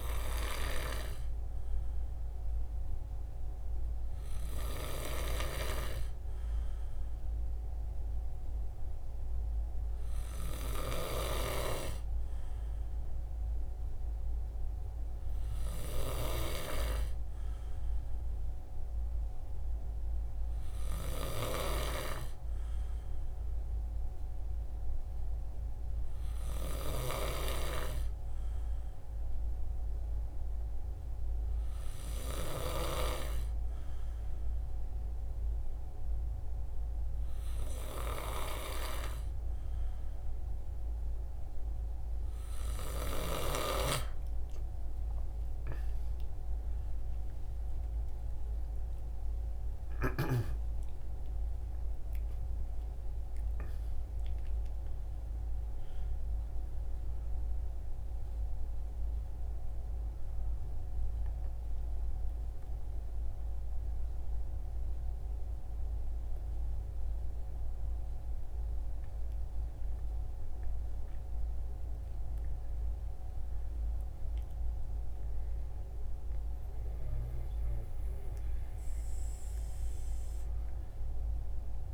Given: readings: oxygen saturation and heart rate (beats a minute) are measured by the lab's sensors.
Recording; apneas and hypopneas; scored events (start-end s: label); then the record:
a person partly awake in a sleep study, by a room microphone; 1
27.50-41.50 s: hypopnea (oxygen 94% before, 92% lowest, heart rate 61 before, 61 extreme, up 17 after)
44.50-74.50 s: new sleep stage, awake
74.50-81.94 s: new sleep stage, N2 (light sleep)
From the record:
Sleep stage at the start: N2 (light sleep); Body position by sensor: on the right side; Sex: male